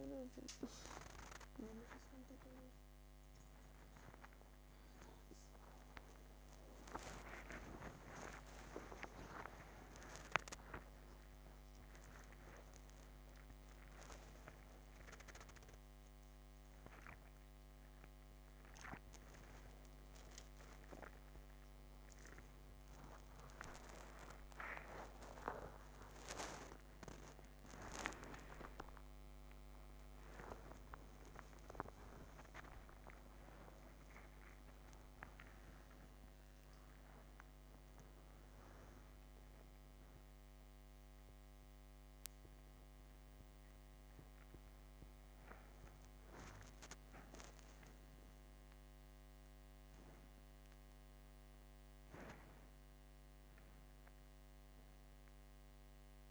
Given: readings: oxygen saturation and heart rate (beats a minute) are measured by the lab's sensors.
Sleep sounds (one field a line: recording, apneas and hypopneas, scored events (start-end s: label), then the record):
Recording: a person awake in a sleep study, by a microphone on the trachea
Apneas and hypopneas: none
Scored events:
7.00-9.00 s: long interval between heartbeats (device-marked, heart rate 80 before, 87 extreme)
9.00-11.00 s: long interval between heartbeats (device-marked, heart rate 81 before, 117 extreme)
21.00-23.00 s: long interval between heartbeats (device-marked, heart rate 92 before, 97 extreme)
25.50-27.50 s: long interval between heartbeats (device-marked, heart rate 97 before, 116 extreme)
28.50-30.50 s: long interval between heartbeats (device-marked, heart rate 102 before, 88 extreme)
32.50-34.50 s: long interval between heartbeats (device-marked, heart rate 97 before, 96 extreme)
39.00-48.00 s: oxygen desaturation (device-marked, oxygen 99% before, 96% lowest, heart rate 99 before, 75 extreme)
47.00-49.00 s: long interval between heartbeats (device-marked, heart rate 92 before, 89 extreme)
From the record:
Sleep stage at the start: awake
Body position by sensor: upright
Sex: female